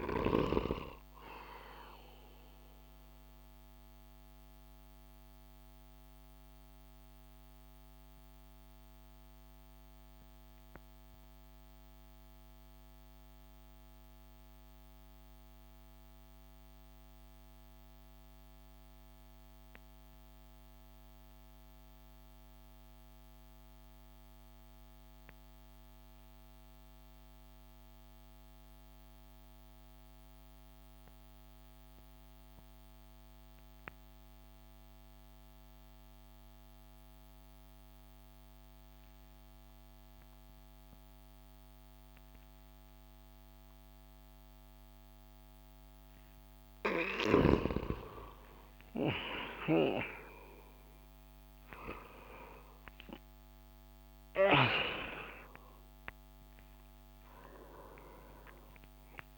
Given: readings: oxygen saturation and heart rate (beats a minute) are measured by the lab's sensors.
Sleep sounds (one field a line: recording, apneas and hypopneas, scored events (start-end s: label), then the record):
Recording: breathing in sleep by a microphone on the trachea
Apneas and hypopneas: 1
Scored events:
0.00-6.50 s: oxygen desaturation (device-marked, oxygen 88% lowest)
2.00-47.00 s: mixed apnea (oxygen 93% before, 88% lowest)
30.50-59.38 s: oxygen desaturation (device-marked, oxygen 97% before, 88% lowest)
50.50-55.50 s: arousal
From the record:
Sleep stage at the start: N2 (light sleep)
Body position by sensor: on the back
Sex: male